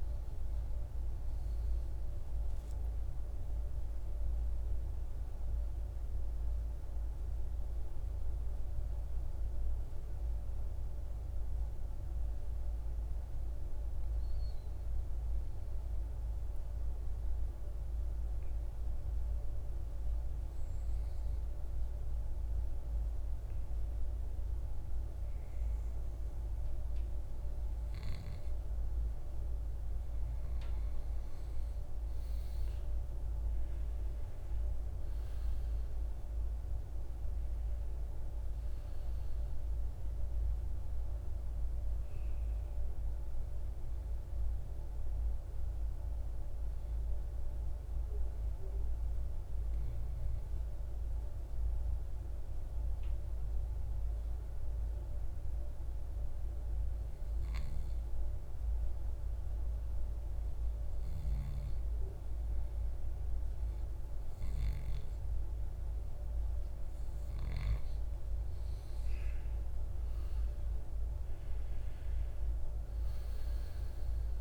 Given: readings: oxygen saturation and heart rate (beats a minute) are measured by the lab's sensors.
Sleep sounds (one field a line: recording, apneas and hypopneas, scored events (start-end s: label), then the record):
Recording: breathing in sleep, hard to hear, by a room microphone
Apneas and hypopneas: 2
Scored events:
0.00-3.50 s: oxygen desaturation (device-marked, oxygen 87% lowest, heart rate 54 extreme)
4.00-14.00 s: central apnea (oxygen 97% before, 91% lowest, heart rate 66 before, 54 extreme, up 3 after)
16.00-20.00 s: arousal
24.50-53.50 s: oxygen desaturation (device-marked, oxygen 98% before, 91% lowest, heart rate 56 before, 57 extreme)
46.00-65.50 s: hypopnea (oxygen 98% before, 90% lowest, heart rate 63 before, 57 extreme, up 11 after)
66.50-74.41 s: oxygen desaturation (device-marked, oxygen 97% before, 90% lowest, heart rate 60 before, 57 extreme)
69.50-74.41 s: arousal
From the record:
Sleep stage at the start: N2 (light sleep)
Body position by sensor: on the right side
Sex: male